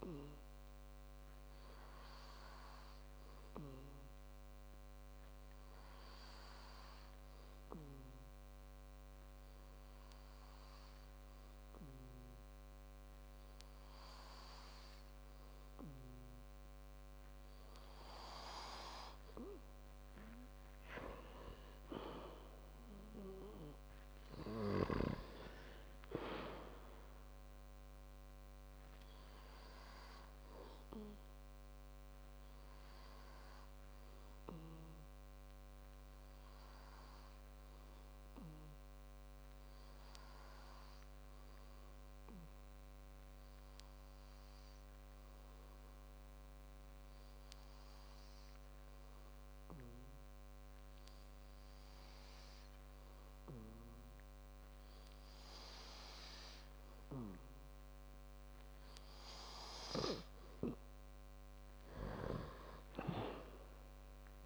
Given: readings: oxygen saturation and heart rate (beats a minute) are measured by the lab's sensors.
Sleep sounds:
breathing in sleep by a microphone on the trachea; 2
0.50-16.00 s: hypopnea (oxygen 97% before, 94% lowest, heart rate 63 before, 53 extreme, up 12 after)
18.50-22.00 s: arousal
35.00-58.50 s: hypopnea (oxygen 97% before, 95% lowest, heart rate 64 before, 51 extreme, up 16 after)
61.50-64.46 s: arousal
From the record:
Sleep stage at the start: N2 (light sleep); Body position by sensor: on the back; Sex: male

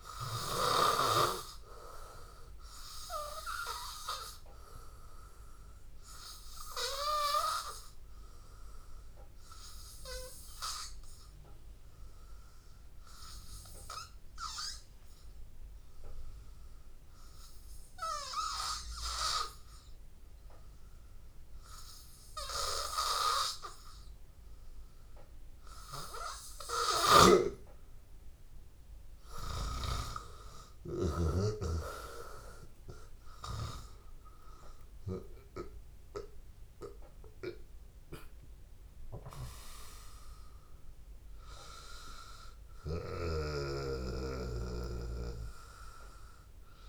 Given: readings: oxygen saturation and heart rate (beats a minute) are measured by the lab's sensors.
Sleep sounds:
breathing in sleep by a room microphone; 1
0.00-18.50 s: oxygen desaturation (device-marked, oxygen 90% lowest, heart rate 82 extreme)
7.50-27.00 s: hypopnea (oxygen 97% before, 90% lowest, heart rate 84 before, 83 extreme, up 2 after)
27.00-31.50 s: snoring (device-marked)
31.50-36.50 s: arousal
From the record:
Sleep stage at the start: N2 (light sleep); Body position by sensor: on the back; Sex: male

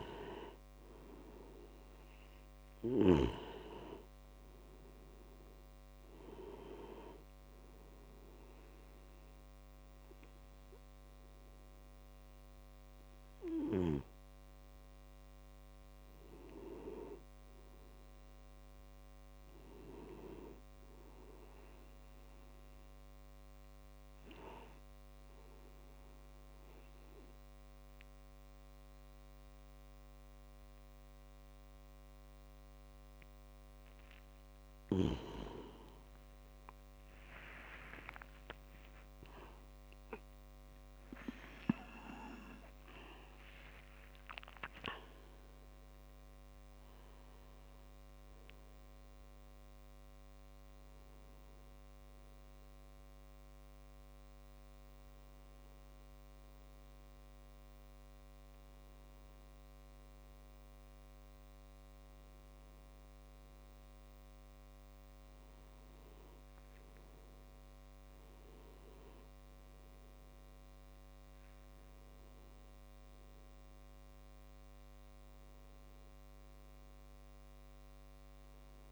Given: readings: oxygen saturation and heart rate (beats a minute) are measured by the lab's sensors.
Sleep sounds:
a person partly awake in a sleep study, by a microphone on the trachea; 1
0.00-3.50 s: snoring (device-marked)
3.50-20.50 s: oxygen desaturation (device-marked, oxygen 97% before, 92% lowest)
13.50-16.50 s: tachycardia (device-marked, heart rate 40 before, 44 extreme)
25.50-35.50 s: obstructive apnea (oxygen 97% before, 94% lowest)
40.50-70.50 s: new sleep stage, awake
43.50-61.50 s: oxygen desaturation (device-marked, oxygen 97% before, 94% lowest)
70.50-78.92 s: new sleep stage, N1 (lightest sleep)
From the record:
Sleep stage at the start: N2 (light sleep); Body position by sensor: on the back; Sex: male

